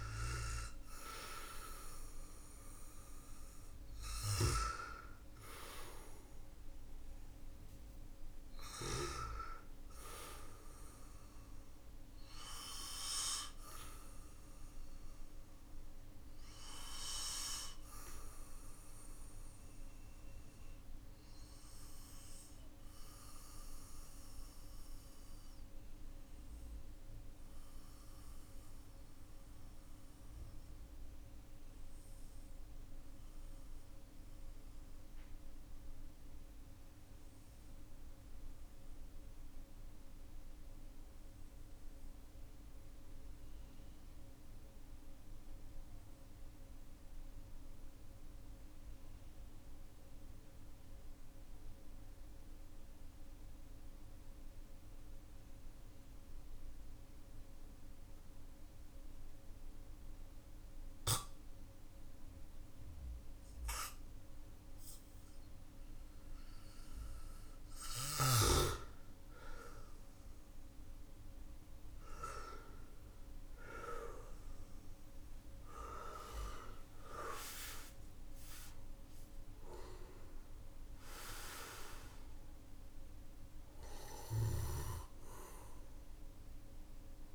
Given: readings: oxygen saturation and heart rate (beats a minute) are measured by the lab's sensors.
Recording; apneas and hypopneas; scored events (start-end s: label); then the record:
breathing in sleep by a room microphone; 1
0.00-1.50 s: arousal
6.50-38.50 s: oxygen desaturation (device-marked, oxygen 96% before, 92% lowest, heart rate 55 before, 41 extreme)
18.00-63.50 s: mixed apnea (oxygen 97% before, 90% lowest, heart rate 52 before, 41 extreme, up 4 after)
56.50-87.35 s: oxygen desaturation (device-marked, oxygen 98% before, 90% lowest, heart rate 54 before, 44 extreme)
80.00-87.35 s: arousal
From the record:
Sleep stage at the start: N2 (light sleep); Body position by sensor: on the back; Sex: male